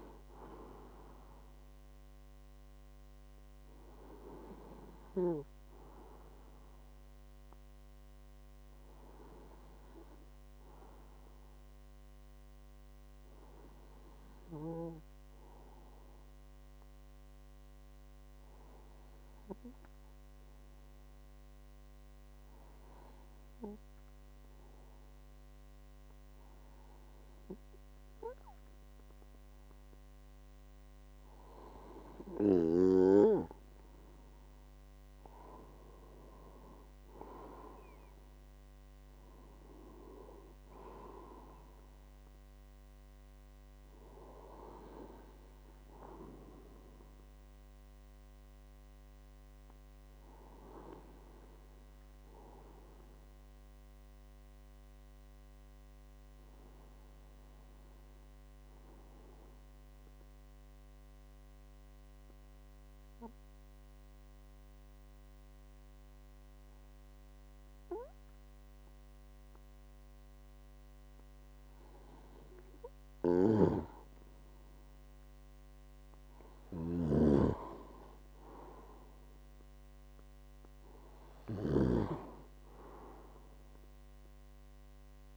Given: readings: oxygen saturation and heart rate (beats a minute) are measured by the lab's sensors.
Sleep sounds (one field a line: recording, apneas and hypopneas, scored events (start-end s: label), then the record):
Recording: breathing in sleep by a microphone on the trachea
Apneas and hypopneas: 2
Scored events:
6.00-28.00 s: obstructive apnea (oxygen 98% before, 94% lowest, heart rate 55 before, 49 extreme, up 3 after)
32.50-35.00 s: arousal
52.50-73.50 s: obstructive apnea (oxygen 97% before, 94% lowest, heart rate 55 before, 50 extreme, up 3 after)
74.00-85.37 s: oxygen desaturation (device-marked, oxygen 98% before, 94% lowest, heart rate 53 before, 50 extreme)
75.50-79.50 s: arousal
From the record:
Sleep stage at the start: N2 (light sleep)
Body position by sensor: on the right side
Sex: male